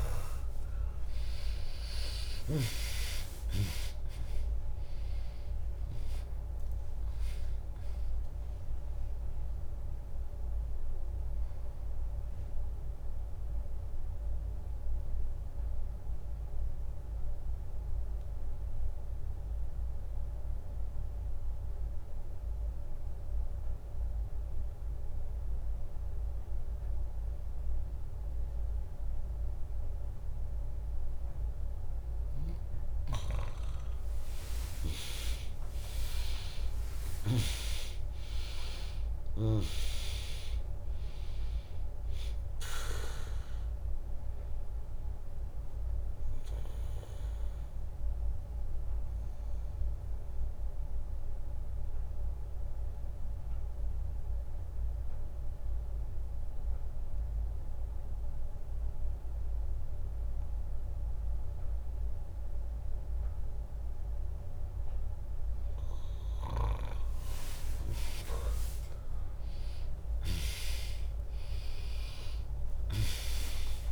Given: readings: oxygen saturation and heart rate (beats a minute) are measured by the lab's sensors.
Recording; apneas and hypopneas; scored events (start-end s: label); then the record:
breathing in sleep by a room microphone; 2
0.00-4.50 s: arousal
2.00-14.00 s: drop in pulse transit time (device-marked, heart rate 66 before, 65 extreme)
10.00-32.00 s: mixed apnea (oxygen 100% before, 95% lowest, heart rate 68 before, 61 extreme, up 1 after)
34.50-40.00 s: arousal
37.00-49.00 s: drop in pulse transit time (device-marked, heart rate 63 before, 62 extreme)
47.00-64.50 s: obstructive apnea (oxygen 100% before, 96% lowest, heart rate 66 before, 59 extreme, up 49 after)
66.50-72.50 s: arousal
68.00-73.92 s: tachycardia (device-marked, heart rate 69 before, 117 extreme)
70.00-73.92 s: drop in pulse transit time (device-marked, heart rate 73 before, 75 extreme)
70.50-72.50 s: long interval between heartbeats (device-marked, heart rate 73 before, 94 extreme)
From the record:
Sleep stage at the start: N2 (light sleep); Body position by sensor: on the back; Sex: female